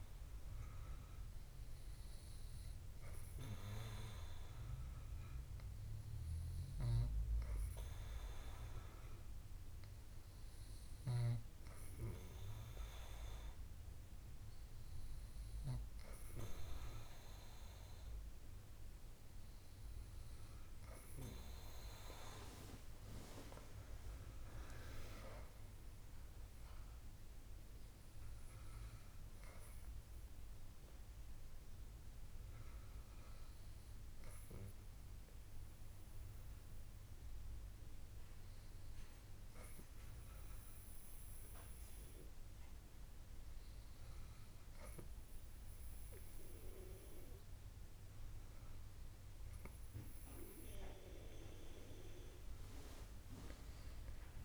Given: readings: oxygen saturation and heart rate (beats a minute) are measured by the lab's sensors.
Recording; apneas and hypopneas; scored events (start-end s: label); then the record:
breathing in sleep by a room microphone; 2
1.50-19.00 s: hypopnea (oxygen 99% before, 96% lowest, heart rate 70 before, 62 extreme, up 4 after)
20.50-23.50 s: arousal
30.00-48.50 s: hypopnea (oxygen 98% before, 96% lowest, heart rate 68 before, 59 extreme, up 25 after)
From the record:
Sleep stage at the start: N2 (light sleep); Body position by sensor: on the back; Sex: female